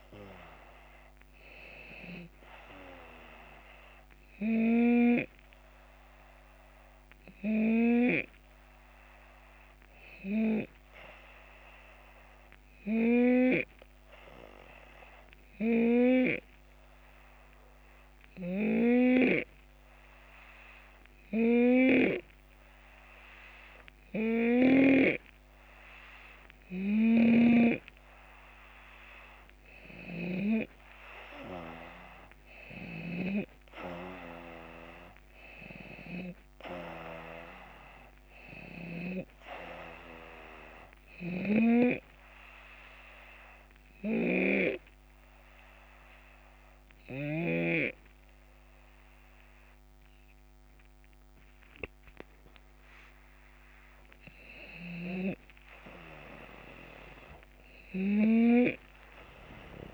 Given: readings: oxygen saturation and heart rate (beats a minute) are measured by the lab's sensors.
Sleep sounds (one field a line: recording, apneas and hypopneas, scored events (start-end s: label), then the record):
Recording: breathing in sleep by a microphone on the trachea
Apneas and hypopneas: 2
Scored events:
0.00-1.50 s: drop in pulse transit time (device-marked, heart rate 76 extreme)
6.50-26.00 s: hypopnea (oxygen 93% before, 90% lowest, heart rate 76 before, 72 extreme, up 5 after)
18.00-39.00 s: snoring (device-marked)
29.00-34.50 s: arousal
41.00-47.50 s: snoring (device-marked)
43.50-54.50 s: obstructive apnea (oxygen 94% before, 90% lowest, heart rate 77 before, 73 extreme, up 6 after)
58.50-59.94 s: arousal
From the record:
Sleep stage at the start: N2 (light sleep)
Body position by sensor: on the left side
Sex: male